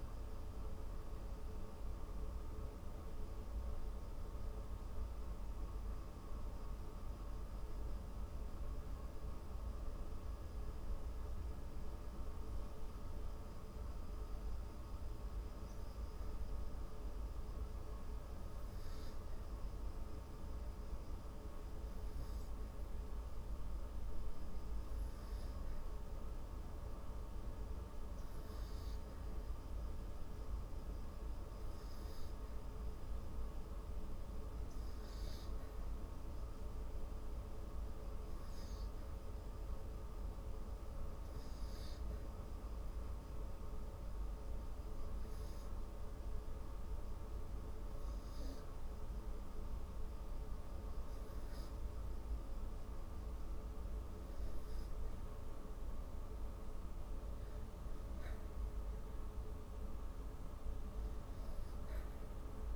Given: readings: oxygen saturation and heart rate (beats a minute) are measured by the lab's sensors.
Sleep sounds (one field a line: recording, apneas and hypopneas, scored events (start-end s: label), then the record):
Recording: breathing in sleep, hard to hear, by a room microphone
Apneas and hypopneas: 2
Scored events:
5.00-7.50 s: arousal
10.50-21.00 s: hypopnea (oxygen 98% before, 93% lowest)
21.50-25.00 s: arousal
38.50-52.50 s: hypopnea (oxygen 98% before, 92% lowest)
41.50-50.50 s: oxygen desaturation (device-marked, oxygen 99% before, 94% lowest)
54.00-57.50 s: arousal
From the record:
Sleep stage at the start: N2 (light sleep)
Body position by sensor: on the back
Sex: female